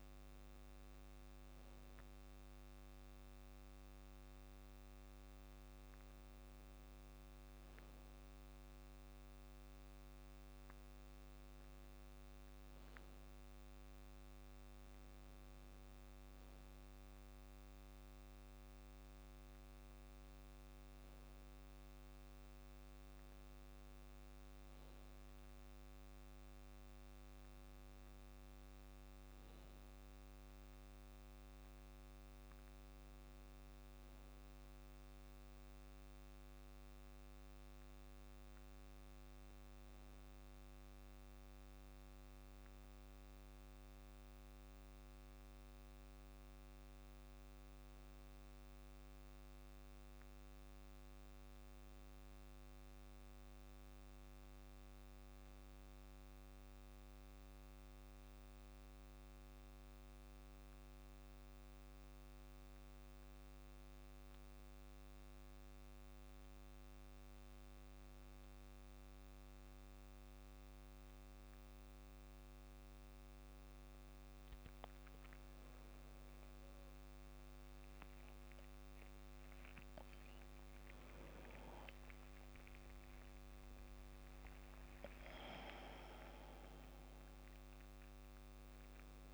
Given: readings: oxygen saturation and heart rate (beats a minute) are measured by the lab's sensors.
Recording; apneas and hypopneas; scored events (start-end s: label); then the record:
breathing in sleep, hard to hear, by a microphone on the trachea; 1
54.00-69.50 s: hypopnea (oxygen 96% before, 95% lowest, heart rate 58 before, 56 extreme, up 6 after)
79.50-84.50 s: arousal
85.00-87.00 s: long interval between heartbeats (device-marked, heart rate 59 before, 78 extreme)
From the record:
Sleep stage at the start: N2 (light sleep); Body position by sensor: on the back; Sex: male